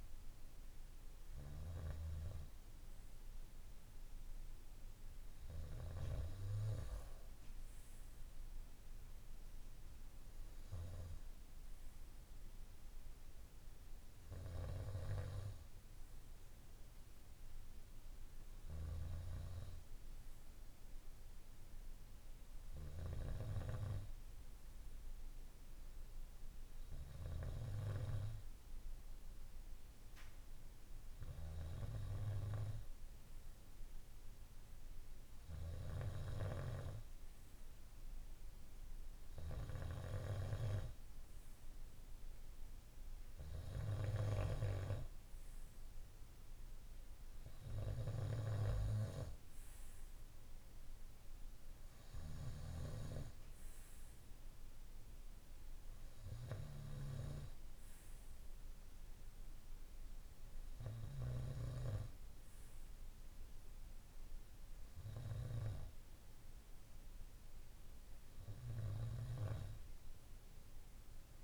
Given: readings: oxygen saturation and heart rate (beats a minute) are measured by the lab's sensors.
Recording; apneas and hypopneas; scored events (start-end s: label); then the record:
breathing in sleep by a room microphone; none
none scored
From the record:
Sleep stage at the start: N2 (light sleep); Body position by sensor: on the right side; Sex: male